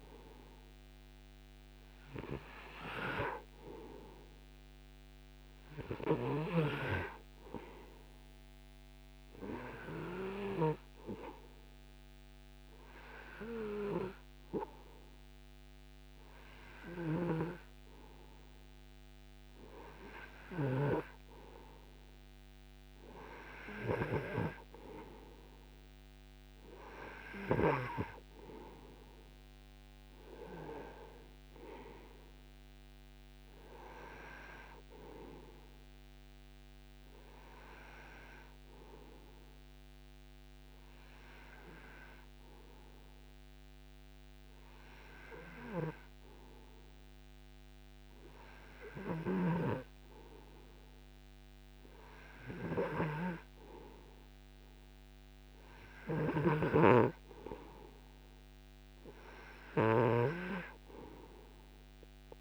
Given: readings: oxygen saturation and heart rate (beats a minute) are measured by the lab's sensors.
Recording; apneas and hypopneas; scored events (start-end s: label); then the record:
breathing in sleep by a microphone on the trachea; 1
29.00-33.00 s: arousal
38.50-53.00 s: hypopnea (oxygen 91% before, 89% lowest, heart rate 34 before, 57 extreme, up 30 after)
55.00-58.00 s: arousal
57.00-61.00 s: snoring (device-marked)
58.50-62.41 s: oxygen desaturation (device-marked, oxygen 93% before, 89% lowest, heart rate 156 before, 50 extreme)
From the record:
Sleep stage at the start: N2 (light sleep); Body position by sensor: on the right side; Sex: male